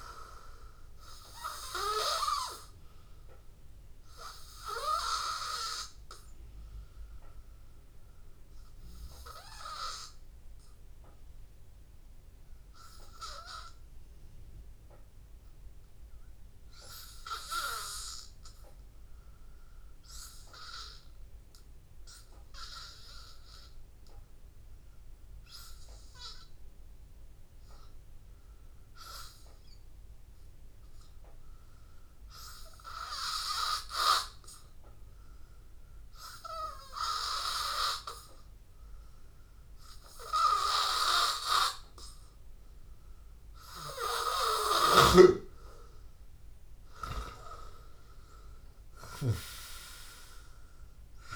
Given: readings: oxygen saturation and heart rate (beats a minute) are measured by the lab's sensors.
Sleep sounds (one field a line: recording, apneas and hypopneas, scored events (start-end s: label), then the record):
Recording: breathing in sleep by a room microphone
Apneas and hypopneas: 1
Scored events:
0.00-20.00 s: oxygen desaturation (device-marked, oxygen 92% lowest, heart rate 83 extreme)
5.50-43.00 s: hypopnea (oxygen 98% before, 91% lowest, heart rate 84 before, 83 extreme, up 3 after)
7.00-51.35 s: new sleep stage, REM sleep
42.00-51.35 s: oxygen desaturation (device-marked, oxygen 97% before, 91% lowest, heart rate 85 before, 82 extreme)
44.50-51.00 s: arousal
From the record:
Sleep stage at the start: N2 (light sleep)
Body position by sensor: on the back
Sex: male